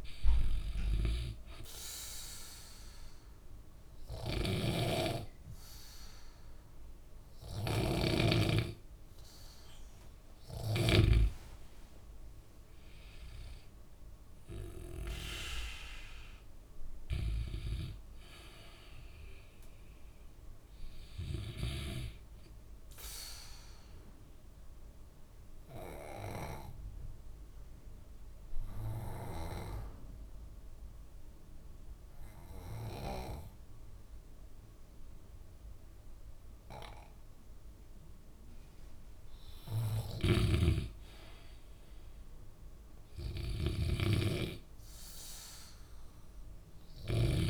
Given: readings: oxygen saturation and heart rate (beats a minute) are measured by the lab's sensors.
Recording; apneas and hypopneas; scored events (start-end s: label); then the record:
breathing in sleep by a room microphone; 2
0.00-13.50 s: oxygen desaturation (device-marked, oxygen 92% lowest, heart rate 62 extreme)
2.00-12.00 s: obstructive apnea (oxygen 97% before, 92% lowest, heart rate 65 before, 62 extreme, up 8 after)
4.50-11.50 s: snoring (device-marked)
14.50-17.50 s: arousal
25.00-39.50 s: obstructive apnea (oxygen 96% before, 91% lowest, heart rate 67 before, 59 extreme, up 2 after)
40.00-47.50 s: snoring (device-marked)
42.00-45.00 s: arousal
43.50-47.50 s: oxygen desaturation (device-marked, oxygen 96% before, 92% lowest, heart rate 65 before, 59 extreme)
From the record:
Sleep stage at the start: N2 (light sleep); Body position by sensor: on the back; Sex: male